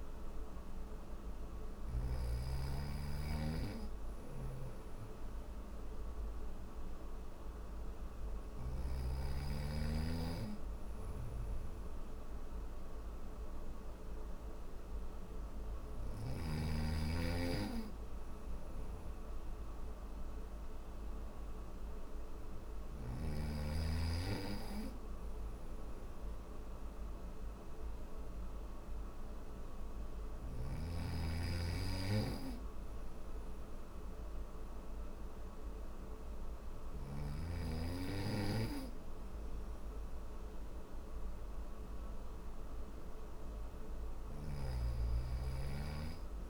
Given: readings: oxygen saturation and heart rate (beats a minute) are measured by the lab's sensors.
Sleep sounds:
breathing in sleep by a room microphone; none
3.00-8.00 s: snoring (device-marked)
10.00-15.50 s: snoring (device-marked)
29.50-36.00 s: snoring (device-marked)
45.50-46.50 s: snoring (device-marked)
From the record:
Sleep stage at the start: N3 (deep sleep); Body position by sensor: on the back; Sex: male

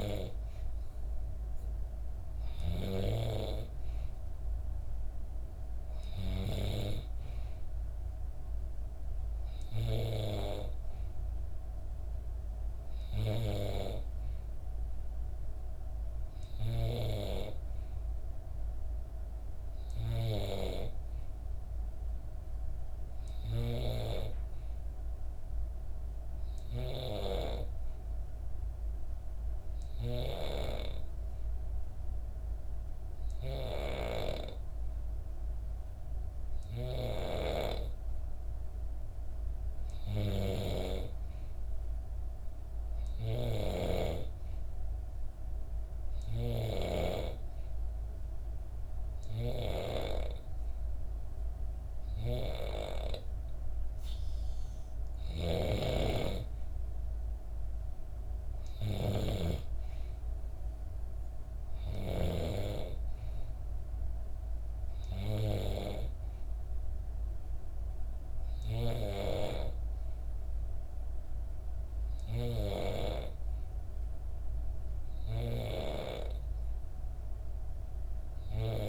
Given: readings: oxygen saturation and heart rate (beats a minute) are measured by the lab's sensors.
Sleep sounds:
breathing in sleep by a room microphone; 1
26.50-37.50 s: hypopnea (oxygen 94% before, 92% lowest, heart rate 63 before, 64 extreme, up 1 after)
39.00-42.50 s: arousal
43.00-46.50 s: snoring (device-marked)
54.50-62.00 s: snoring (device-marked)
57.00-78.89 s: new sleep stage, N3 (deep sleep)
From the record:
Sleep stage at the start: N2 (light sleep); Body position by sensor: on the back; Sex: female

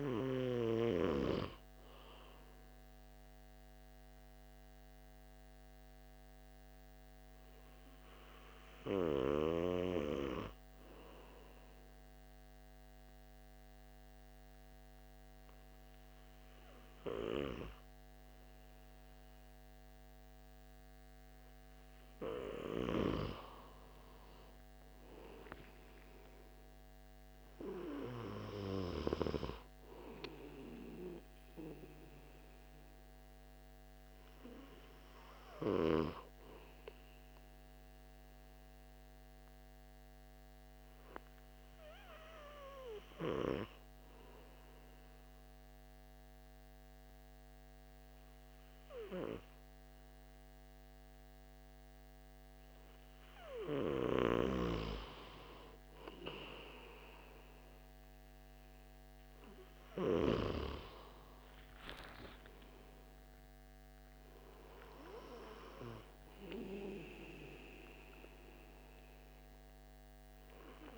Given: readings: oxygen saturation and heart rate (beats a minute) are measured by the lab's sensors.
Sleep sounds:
breathing in sleep by a microphone on the trachea; 2
3.00-21.00 s: hypopnea (oxygen 96% before, 92% lowest, heart rate 180 before, 137 extreme, up 12 after)
23.50-27.00 s: arousal
37.00-53.50 s: hypopnea (oxygen 96% before, 92% lowest)
57.00-61.00 s: arousal
64.00-70.98 s: oxygen desaturation (device-marked, oxygen 96% before, 92% lowest)
From the record:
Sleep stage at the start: N2 (light sleep); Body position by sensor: on the back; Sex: male

